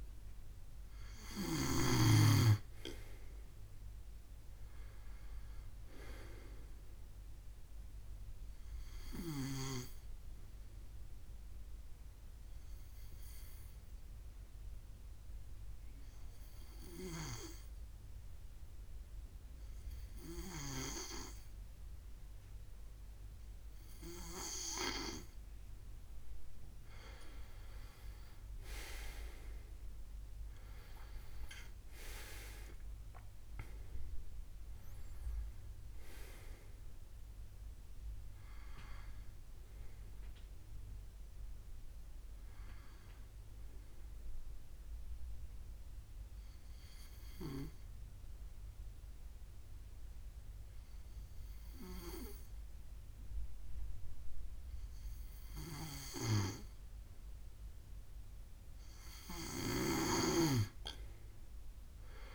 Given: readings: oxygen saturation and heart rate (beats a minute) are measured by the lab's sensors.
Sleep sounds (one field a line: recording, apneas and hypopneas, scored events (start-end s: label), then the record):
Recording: breathing in sleep by a room microphone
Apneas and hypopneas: 2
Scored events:
0.00-1.50 s: oxygen desaturation (device-marked, oxygen 93% lowest, heart rate 69 extreme)
8.50-25.00 s: obstructive apnea (oxygen 96% before, 91% lowest, heart rate 71 before, 69 extreme, up 10 after)
13.50-28.50 s: oxygen desaturation (device-marked, oxygen 96% before, 91% lowest, heart rate 72 before, 68 extreme)
28.50-32.00 s: arousal
46.00-57.00 s: obstructive apnea (oxygen 96% before, 92% lowest, heart rate 75 before, 67 extreme, up 5 after)
59.50-62.35 s: snoring (device-marked)
From the record:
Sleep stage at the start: N2 (light sleep)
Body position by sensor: on the left side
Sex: male